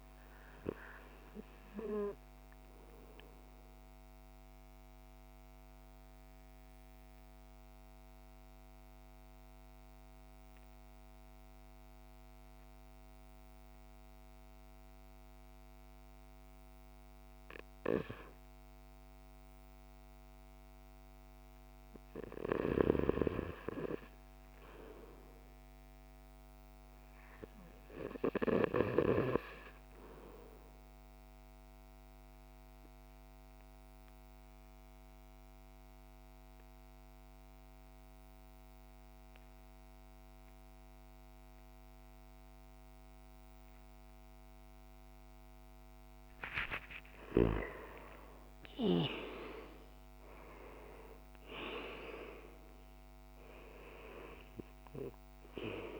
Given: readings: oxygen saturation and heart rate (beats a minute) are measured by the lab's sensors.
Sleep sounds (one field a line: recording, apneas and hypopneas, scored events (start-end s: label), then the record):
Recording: breathing in sleep by a microphone on the trachea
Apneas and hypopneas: 2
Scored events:
3.50-17.50 s: obstructive apnea (oxygen 100% before, 91% lowest, heart rate 58 before, 55 extreme, up 2 after)
11.50-22.50 s: oxygen desaturation (device-marked, oxygen 96% before, 93% lowest, heart rate 58 before, 55 extreme)
19.00-22.50 s: arousal
21.50-56.00 s: new sleep stage, REM sleep
33.00-46.50 s: central apnea (oxygen 98% before, 91% lowest, heart rate 56 before, 54 extreme, up 17 after)
33.50-48.50 s: oxygen desaturation (device-marked, oxygen 98% before, 93% lowest, heart rate 56 before, 54 extreme)
48.00-53.00 s: arousal
From the record:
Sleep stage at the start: N2 (light sleep)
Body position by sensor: on the back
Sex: male